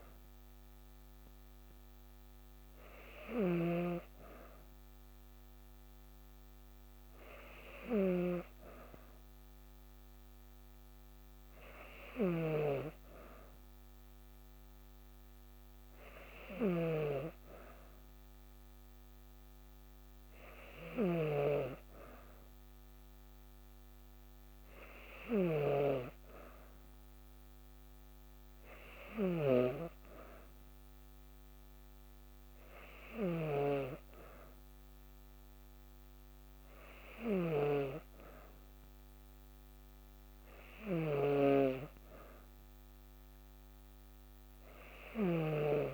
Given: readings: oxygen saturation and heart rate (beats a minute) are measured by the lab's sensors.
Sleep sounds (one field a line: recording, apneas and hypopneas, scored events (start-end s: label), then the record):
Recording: breathing in sleep by a microphone on the trachea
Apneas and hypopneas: none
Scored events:
0.00-45.94 s: snoring (device-marked)
From the record:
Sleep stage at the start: N2 (light sleep)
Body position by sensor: on the back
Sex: female